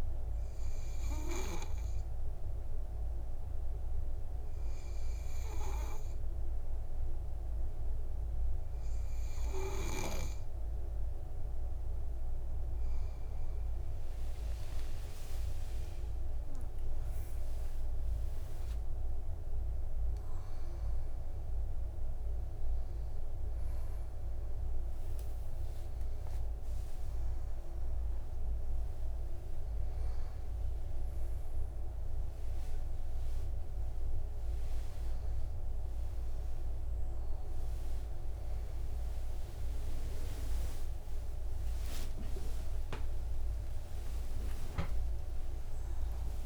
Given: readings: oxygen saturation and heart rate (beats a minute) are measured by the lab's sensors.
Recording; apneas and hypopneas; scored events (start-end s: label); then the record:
a person partly awake in a sleep study, by a room microphone; 1
0.50-14.00 s: hypopnea (oxygen 99% before, 95% lowest, heart rate 61 before, 63 extreme, up 20 after)
26.00-46.46 s: new sleep stage, awake
34.00-41.00 s: oxygen desaturation (device-marked, oxygen 98% before, 95% lowest, heart rate 82 before, 89 extreme)
42.50-44.50 s: long interval between heartbeats (device-marked, heart rate 88 before, 101 extreme)
From the record:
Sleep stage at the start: N2 (light sleep); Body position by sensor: on the back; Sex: male